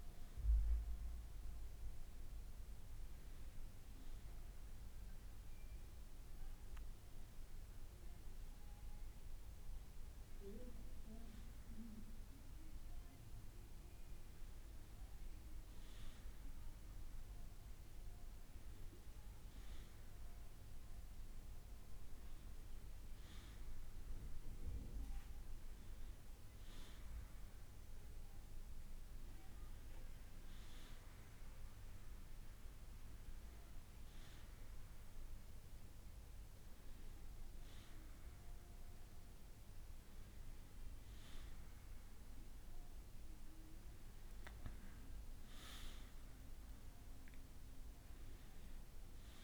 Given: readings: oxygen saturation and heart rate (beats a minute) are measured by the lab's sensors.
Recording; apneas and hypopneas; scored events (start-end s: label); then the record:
a person awake in a sleep study, by a room microphone; none
30.00-49.44 s: new sleep stage, N2 (light sleep)
From the record:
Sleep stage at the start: awake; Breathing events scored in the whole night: 171 in 4.9 hours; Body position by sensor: on the back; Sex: male